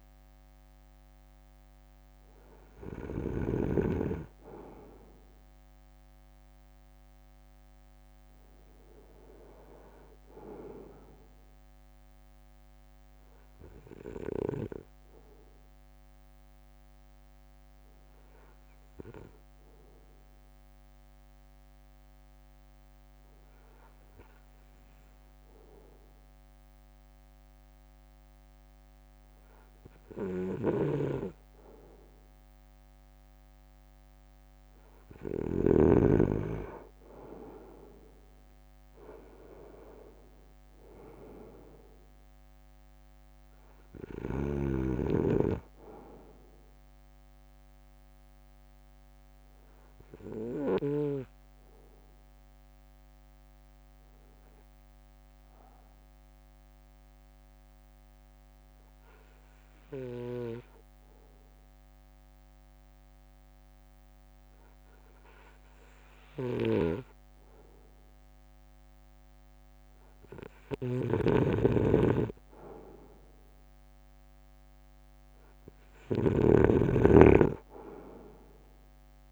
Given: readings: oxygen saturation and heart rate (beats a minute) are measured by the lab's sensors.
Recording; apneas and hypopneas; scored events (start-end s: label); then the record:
breathing in sleep by a microphone on the trachea; 2
0.00-3.50 s: snoring (device-marked)
0.00-5.50 s: drop in pulse transit time (device-marked, heart rate 54 extreme)
10.00-13.50 s: arousal
15.50-31.50 s: obstructive apnea (oxygen 96% before, 94% lowest, heart rate 57 before, 54 extreme, up 6 after)
30.50-36.00 s: snoring (device-marked)
33.50-36.50 s: arousal
37.50-50.50 s: drop in pulse transit time (device-marked, heart rate 58 before, 54 extreme)
49.00-70.50 s: obstructive apnea (oxygen 97% before, 94% lowest, heart rate 59 before, 55 extreme, up 1 after)
66.50-79.32 s: snoring (device-marked)
74.00-77.50 s: arousal
From the record:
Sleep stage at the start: N2 (light sleep); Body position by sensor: on the front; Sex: male